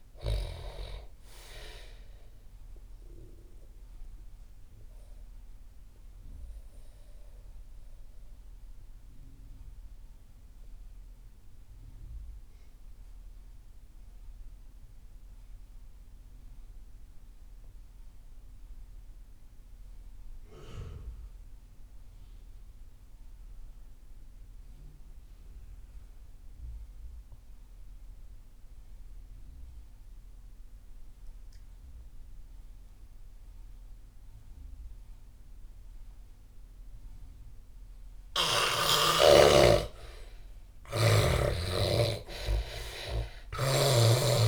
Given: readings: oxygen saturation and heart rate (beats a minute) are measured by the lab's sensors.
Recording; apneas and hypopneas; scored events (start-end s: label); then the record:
breathing in sleep by a room microphone; 1
0.00-14.50 s: oxygen desaturation (device-marked, oxygen 84% lowest)
3.50-39.00 s: obstructive apnea (oxygen 98% before, 81% lowest)
29.50-44.48 s: oxygen desaturation (device-marked, oxygen 98% before, 81% lowest)
40.00-44.00 s: arousal
From the record:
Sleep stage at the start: N2 (light sleep); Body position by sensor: on the back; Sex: male